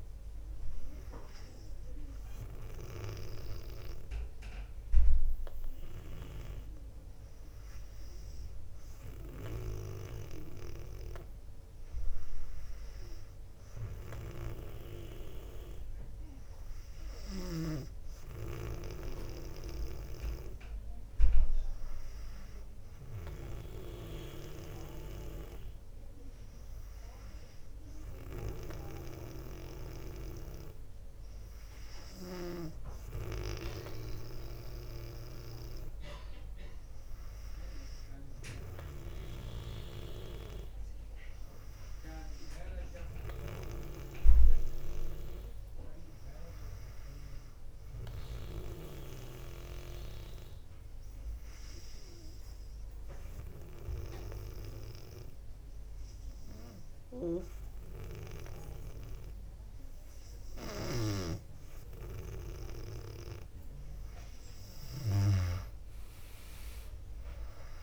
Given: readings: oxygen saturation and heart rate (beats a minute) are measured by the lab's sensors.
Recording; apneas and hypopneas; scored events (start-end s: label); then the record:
breathing in sleep by a room microphone; 1
38.50-42.50 s: arousal
48.50-62.00 s: obstructive apnea (oxygen 98% before, 96% lowest, heart rate 60 before, 57 extreme, up 4 after)
65.00-67.83 s: arousal
From the record:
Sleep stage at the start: N2 (light sleep); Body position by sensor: on the back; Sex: female